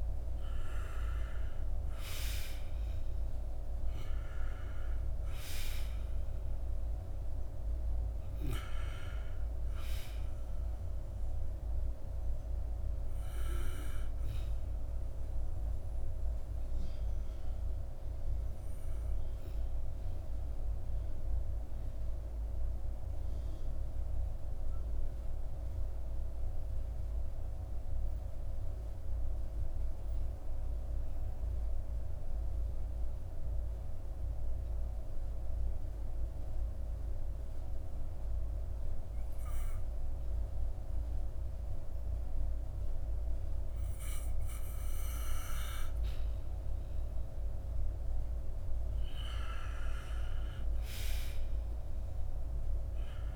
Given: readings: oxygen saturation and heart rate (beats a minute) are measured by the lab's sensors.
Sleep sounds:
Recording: breathing in sleep, hard to hear, by a room microphone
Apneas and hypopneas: 1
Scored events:
0.00-1.50 s: arousal
0.00-31.00 s: oxygen desaturation (device-marked, oxygen 88% lowest, heart rate 48 extreme)
14.00-48.00 s: obstructive apnea (oxygen 97% before, 88% lowest, heart rate 58 before, 46 extreme, up 6 after)
50.50-53.36 s: arousal
From the record:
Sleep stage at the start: N2 (light sleep)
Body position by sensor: on the back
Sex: male

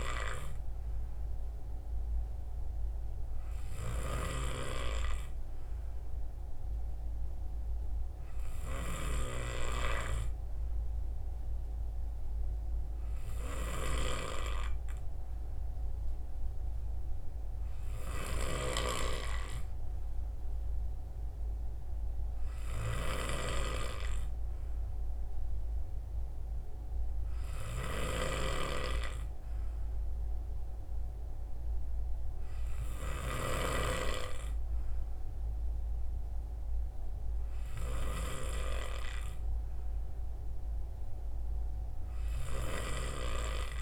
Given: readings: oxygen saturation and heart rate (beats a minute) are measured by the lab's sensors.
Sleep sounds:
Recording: breathing in sleep by a room microphone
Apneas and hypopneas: none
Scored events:
17.50-43.82 s: new sleep stage, N3 (deep sleep)
From the record:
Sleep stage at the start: N2 (light sleep)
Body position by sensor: on the right side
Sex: male

